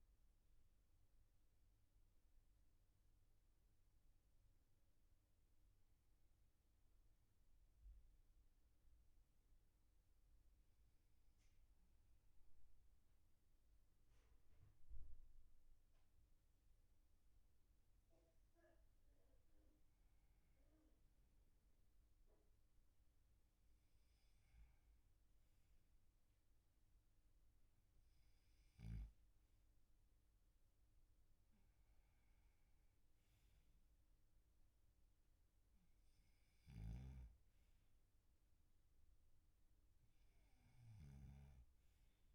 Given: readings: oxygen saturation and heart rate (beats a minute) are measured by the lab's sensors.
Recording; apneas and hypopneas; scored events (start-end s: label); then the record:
breathing in sleep, hard to hear, by a room microphone; 1
2.00-6.00 s: arousal
9.00-20.00 s: hypopnea (oxygen 97% before, 94% lowest, heart rate 48 before, 44 extreme, up 8 after)
22.00-25.50 s: arousal
29.00-42.35 s: oxygen desaturation (device-marked, oxygen 97% before, 94% lowest, heart rate 49 before, 38 extreme)
37.00-42.00 s: snoring (device-marked)
From the record:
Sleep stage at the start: N2 (light sleep); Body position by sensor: on the back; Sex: male